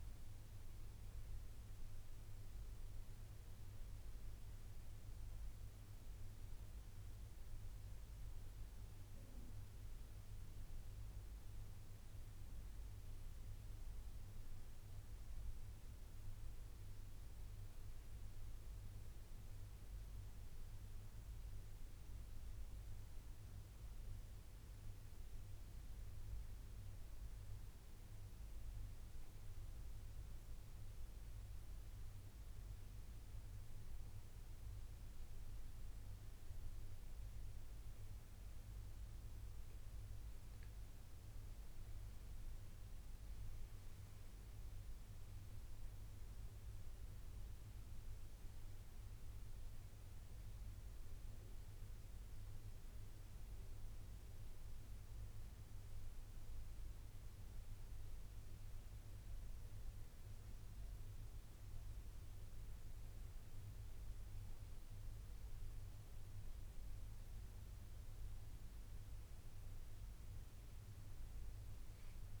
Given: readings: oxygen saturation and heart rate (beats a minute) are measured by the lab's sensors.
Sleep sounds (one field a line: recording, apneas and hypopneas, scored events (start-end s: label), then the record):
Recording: breathing in sleep, hard to hear, by a room microphone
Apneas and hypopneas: 1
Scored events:
0.00-25.00 s: oxygen desaturation (device-marked, oxygen 91% lowest, heart rate 82 extreme)
24.50-37.00 s: hypopnea (oxygen 96% before, 94% lowest, heart rate 85 before, 82 extreme, up 8 after)
39.00-43.00 s: arousal
From the record:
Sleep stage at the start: N2 (light sleep)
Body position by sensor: on the right side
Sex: male